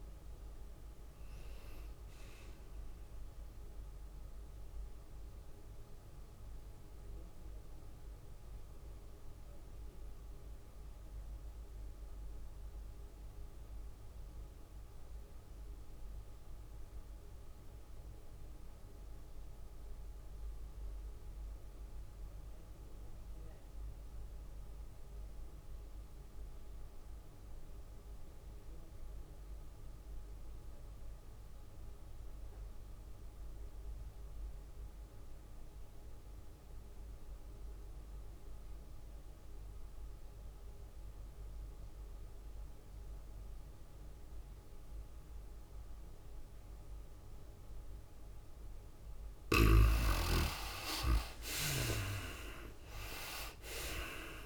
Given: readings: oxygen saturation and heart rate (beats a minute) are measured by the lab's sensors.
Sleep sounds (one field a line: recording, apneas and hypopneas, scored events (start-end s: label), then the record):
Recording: breathing in sleep by a room microphone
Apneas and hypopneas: 1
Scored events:
0.00-7.50 s: drop in pulse transit time (device-marked, heart rate 90 extreme)
0.00-7.50 s: tachycardia (device-marked, heart rate 106 extreme)
0.00-8.50 s: oxygen desaturation (device-marked, oxygen 73% lowest, heart rate 85 extreme)
6.00-49.00 s: obstructive apnea (oxygen 98% before, 59% lowest, heart rate 96 before, 57 extreme, up 39 after)
20.50-54.46 s: oxygen desaturation (device-marked, oxygen 98% before, 59% lowest, heart rate 101 before, 57 extreme)
35.00-37.00 s: long interval between heartbeats (device-marked, heart rate 92 before, 82 extreme)
36.50-39.50 s: bradycardia (device-marked, heart rate 95 before, 62 extreme)
50.00-52.00 s: long interval between heartbeats (device-marked, heart rate 71 before, 66 extreme)
52.50-54.46 s: arousal
From the record:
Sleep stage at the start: N2 (light sleep)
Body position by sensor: on the right side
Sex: female